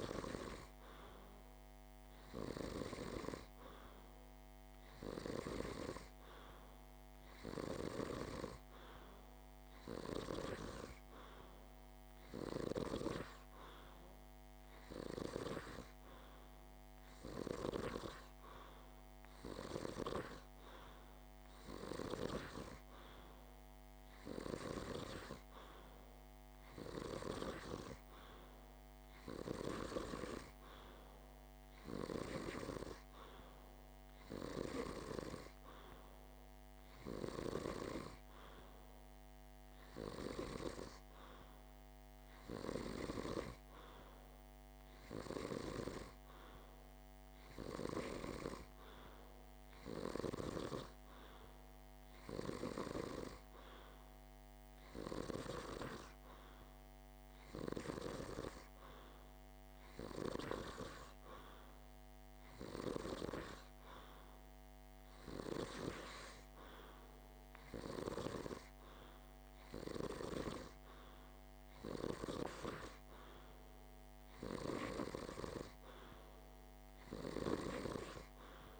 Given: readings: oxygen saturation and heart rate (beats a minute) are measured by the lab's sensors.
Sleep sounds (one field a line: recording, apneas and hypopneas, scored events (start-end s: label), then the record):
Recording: breathing in sleep by a microphone on the trachea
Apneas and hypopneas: none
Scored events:
none scored
From the record:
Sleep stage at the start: N2 (light sleep)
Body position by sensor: on the back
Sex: male